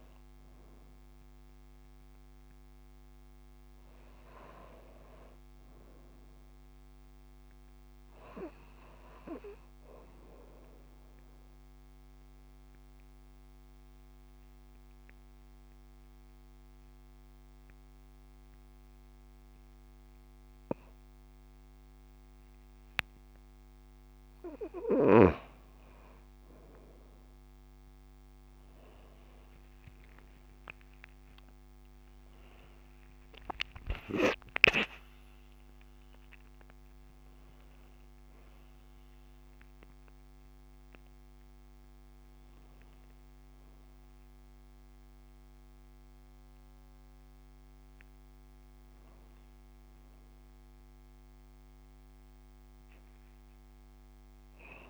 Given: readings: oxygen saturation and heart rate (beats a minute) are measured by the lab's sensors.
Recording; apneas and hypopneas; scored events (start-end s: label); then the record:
breathing in sleep by a microphone on the trachea; 1
4.50-7.50 s: arousal
9.50-22.50 s: obstructive apnea (oxygen 96% before, 92% lowest)
29.50-34.50 s: arousal
36.00-54.90 s: oxygen desaturation (device-marked, oxygen 95% before, 92% lowest)
From the record:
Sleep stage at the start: N2 (light sleep); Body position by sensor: on the back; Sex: female